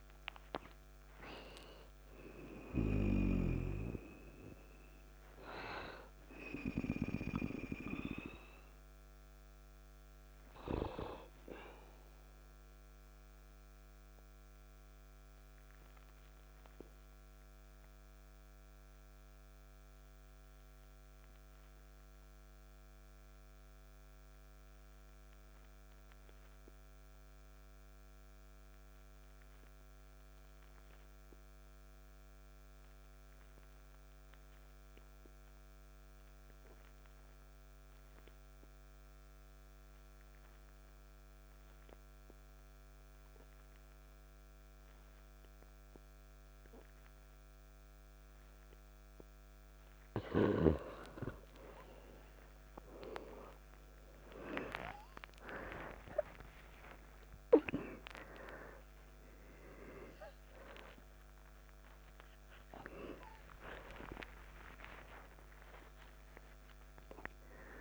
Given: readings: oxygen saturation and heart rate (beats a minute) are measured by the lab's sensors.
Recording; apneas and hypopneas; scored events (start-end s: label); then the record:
a person partly awake in a sleep study, by a microphone on the trachea; 1
0.00-4.50 s: oxygen desaturation (device-marked, oxygen 93% lowest, heart rate 55 extreme)
14.50-47.50 s: obstructive apnea (oxygen 97% before, 89% lowest, heart rate 58 before, 49 extreme, up 57 after)
23.50-35.50 s: oxygen desaturation (device-marked, oxygen 93% before, 89% lowest, heart rate 57 before, 49 extreme)
42.50-67.81 s: new sleep stage, awake
49.50-67.81 s: oxygen desaturation (device-marked, oxygen 98% before, 89% lowest, heart rate 51 before, 60 extreme)
50.50-55.50 s: tachycardia (device-marked, heart rate 54 before, 106 extreme)
52.00-54.00 s: long interval between heartbeats (device-marked, heart rate 51 before, 69 extreme)
54.00-56.00 s: long interval between heartbeats (device-marked, heart rate 54 before, 104 extreme)
56.00-58.00 s: long interval between heartbeats (device-marked, heart rate 59 before, 128 extreme)
64.00-66.00 s: long interval between heartbeats (device-marked, heart rate 76 before, 71 extreme)
From the record:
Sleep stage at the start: N2 (light sleep); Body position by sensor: on the back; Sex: male